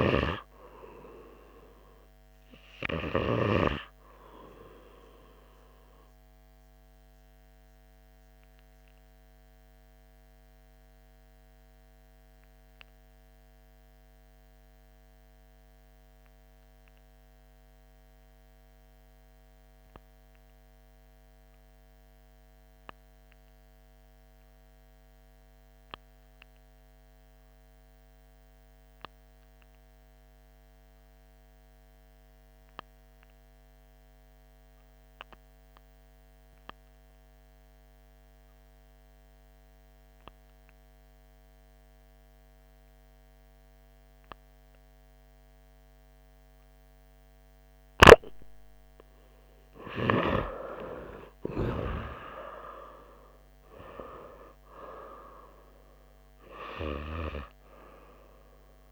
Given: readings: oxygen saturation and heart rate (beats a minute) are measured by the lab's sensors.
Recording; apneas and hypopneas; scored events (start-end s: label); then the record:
breathing in sleep by a microphone on the trachea; 1
0.00-4.00 s: snoring (device-marked)
6.00-48.00 s: obstructive apnea (oxygen 100% before, 92% lowest, heart rate 83 before, 66 extreme, up 11 after)
50.50-55.00 s: arousal
57.00-58.92 s: snoring (device-marked)
From the record:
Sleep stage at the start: REM sleep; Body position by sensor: on the right side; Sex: male